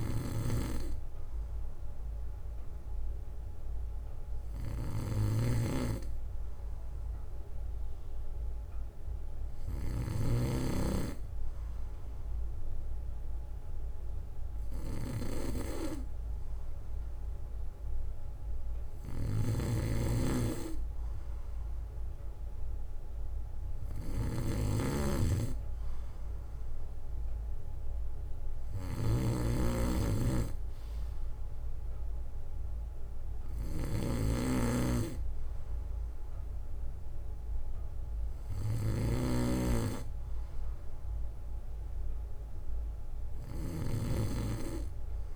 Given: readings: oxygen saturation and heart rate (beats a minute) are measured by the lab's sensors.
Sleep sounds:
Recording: breathing in sleep by a room microphone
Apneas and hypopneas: none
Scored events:
0.00-10.50 s: snoring (device-marked)
1.50-3.50 s: bradycardia (device-marked, heart rate 62 before, 58 extreme)
19.50-45.36 s: snoring (device-marked)
20.50-22.50 s: bradycardia (device-marked, heart rate 62 before, 64 extreme)
30.50-32.50 s: bradycardia (device-marked, heart rate 62 before, 63 extreme)
From the record:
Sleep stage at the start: N2 (light sleep)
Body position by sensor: on the back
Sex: male

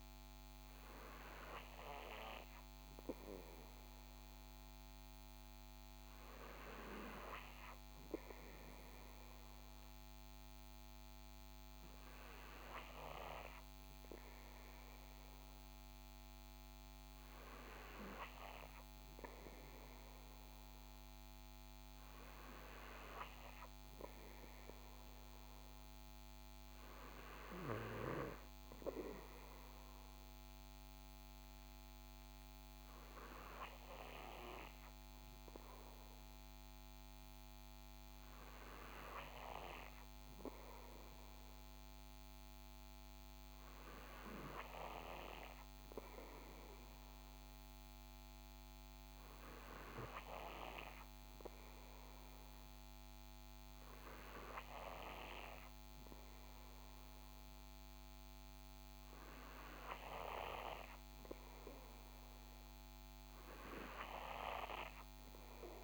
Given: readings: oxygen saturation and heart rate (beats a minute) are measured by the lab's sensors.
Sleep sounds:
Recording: breathing in sleep by a microphone on the trachea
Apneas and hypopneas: none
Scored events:
none scored
From the record:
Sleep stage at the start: N2 (light sleep)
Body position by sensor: on the right side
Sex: male

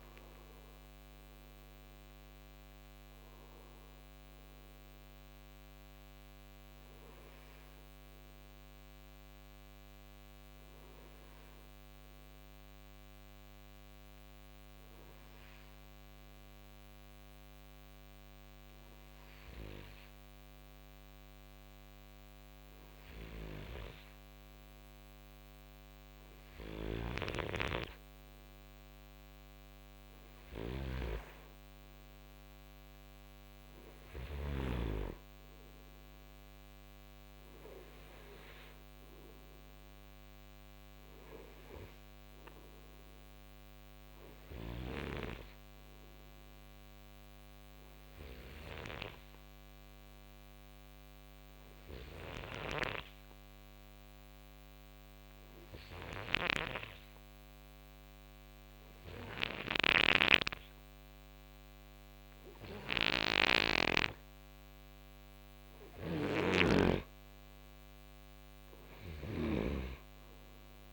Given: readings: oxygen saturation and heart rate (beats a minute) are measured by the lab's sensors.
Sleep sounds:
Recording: breathing in sleep by a microphone on the trachea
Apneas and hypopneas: 2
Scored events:
8.50-26.50 s: hypopnea (oxygen 92% before, 91% lowest, heart rate 69 before, 51 extreme, up 8 after)
26.50-34.00 s: snoring (device-marked)
29.00-33.50 s: arousal
48.00-63.00 s: hypopnea (oxygen 96% before, 91% lowest, heart rate 61 before, 53 extreme, up 4 after)
59.50-70.93 s: snoring (device-marked)
65.50-69.50 s: arousal
69.50-70.93 s: oxygen desaturation (device-marked, oxygen 95% before, 91% lowest, heart rate 59 before, 53 extreme)
From the record:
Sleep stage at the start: N2 (light sleep)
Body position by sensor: on the right side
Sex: male

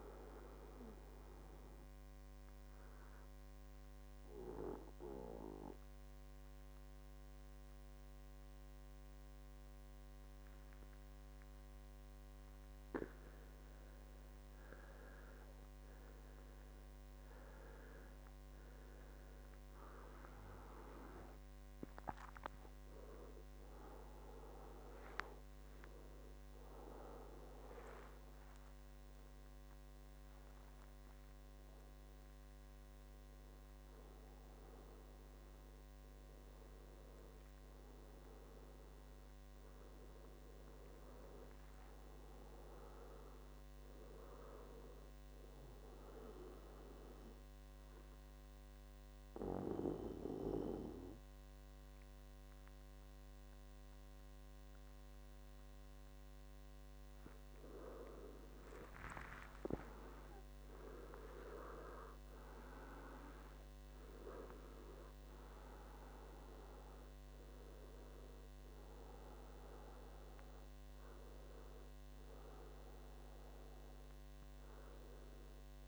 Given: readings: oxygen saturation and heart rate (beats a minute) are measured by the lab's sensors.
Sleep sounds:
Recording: breathing in sleep by a microphone on the trachea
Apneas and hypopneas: 2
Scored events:
3.00-13.50 s: mixed apnea (oxygen 97% before, 93% lowest, heart rate 76 before, 62 extreme, up 11 after)
20.50-25.00 s: arousal
22.00-36.00 s: oxygen desaturation (device-marked, oxygen 97% before, 93% lowest, heart rate 67 before, 61 extreme)
48.50-59.00 s: obstructive apnea (oxygen 98% before, 94% lowest, heart rate 70 before, 62 extreme, up 17 after)
60.00-63.00 s: arousal
65.00-75.88 s: oxygen desaturation (device-marked, oxygen 97% before, 94% lowest, heart rate 67 before, 67 extreme)
From the record:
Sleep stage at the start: N2 (light sleep)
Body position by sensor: on the back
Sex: male

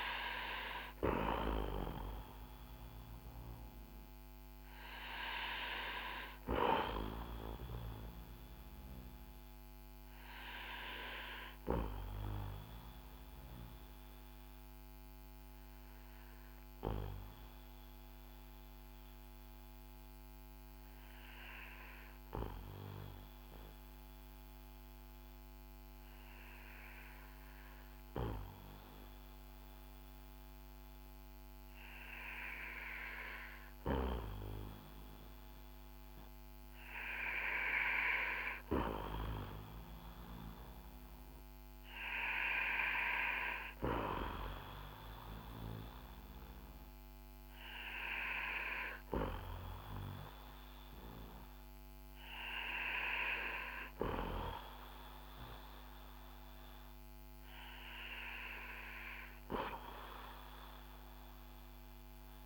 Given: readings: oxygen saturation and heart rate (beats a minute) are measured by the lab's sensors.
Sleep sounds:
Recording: breathing in sleep by a microphone on the trachea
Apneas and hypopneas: 1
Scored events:
0.00-24.50 s: oxygen desaturation (device-marked, oxygen 92% lowest, heart rate 47 extreme)
12.00-32.50 s: obstructive apnea (oxygen 97% before, 92% lowest, heart rate 53 before, 47 extreme, up 8 after)
35.50-41.00 s: arousal
From the record:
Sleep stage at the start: N2 (light sleep)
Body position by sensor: on the back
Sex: male

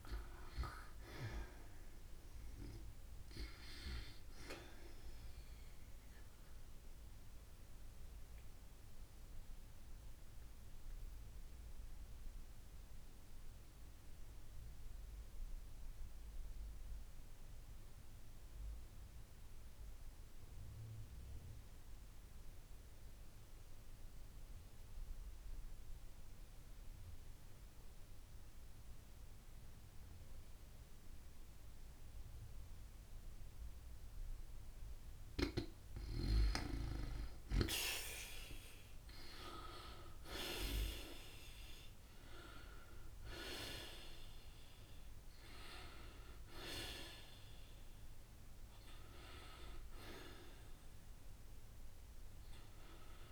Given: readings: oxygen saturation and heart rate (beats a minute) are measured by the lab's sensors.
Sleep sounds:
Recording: breathing in sleep by a room microphone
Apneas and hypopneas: 1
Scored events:
6.50-34.00 s: obstructive apnea (oxygen 96% before, 86% lowest)
28.00-43.00 s: oxygen desaturation (device-marked, oxygen 94% before, 86% lowest)
36.00-39.50 s: arousal
From the record:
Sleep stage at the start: N2 (light sleep)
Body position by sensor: on the back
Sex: female

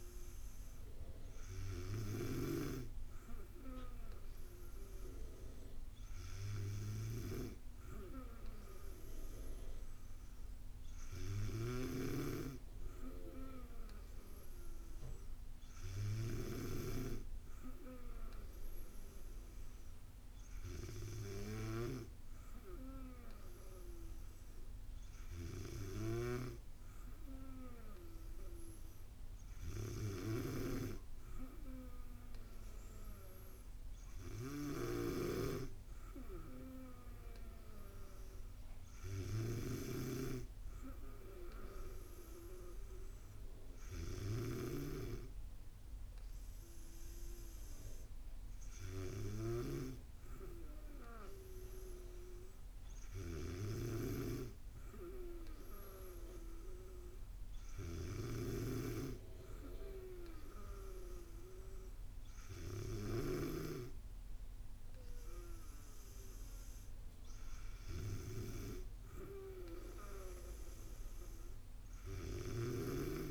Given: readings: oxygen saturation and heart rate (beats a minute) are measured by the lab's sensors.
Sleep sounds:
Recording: breathing in sleep by a room microphone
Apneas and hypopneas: none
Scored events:
none scored
From the record:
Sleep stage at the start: N2 (light sleep)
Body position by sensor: on the back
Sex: female

